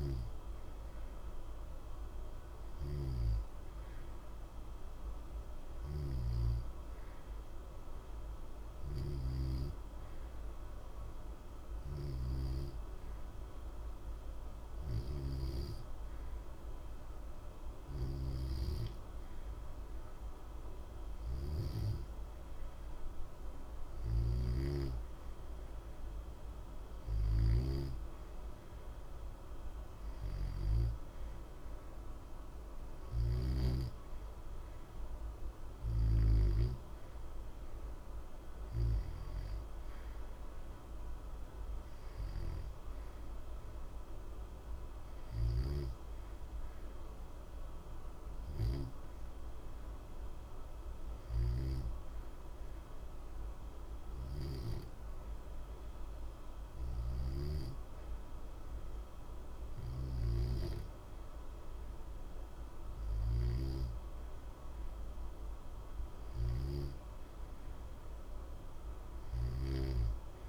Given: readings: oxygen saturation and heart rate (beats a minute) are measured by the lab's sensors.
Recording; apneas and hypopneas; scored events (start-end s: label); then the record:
breathing in sleep by a room microphone; 2
8.00-21.50 s: hypopnea (oxygen 90% before, 88% lowest, heart rate 60 before, 60 extreme, up 2 after)
24.50-28.00 s: arousal
49.00-61.50 s: hypopnea (oxygen 90% before, 88% lowest, heart rate 60 before, 60 extreme, up 0 after)
62.50-66.00 s: arousal
From the record:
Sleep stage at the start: N2 (light sleep); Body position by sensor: on the back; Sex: male